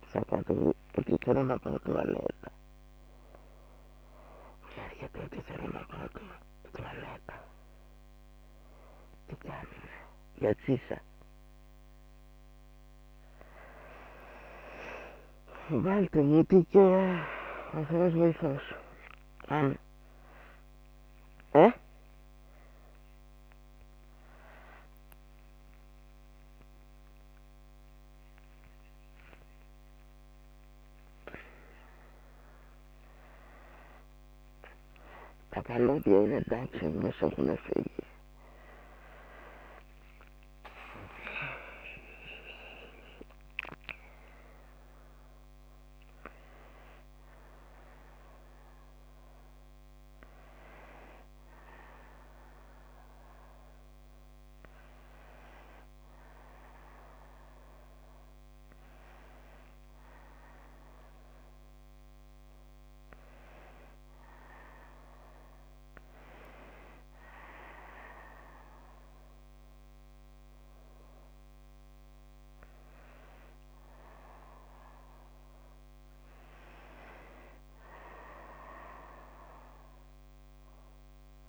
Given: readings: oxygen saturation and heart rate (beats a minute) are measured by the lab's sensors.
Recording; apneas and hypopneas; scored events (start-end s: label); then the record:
a person partly awake in a sleep study, by a microphone on the trachea; none
8.00-38.00 s: new sleep stage, awake
38.00-81.49 s: new sleep stage, N1 (lightest sleep)
57.00-81.49 s: oxygen desaturation (device-marked, oxygen 97% before, 93% lowest)
From the record:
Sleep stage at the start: N2 (light sleep); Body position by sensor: on the back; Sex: female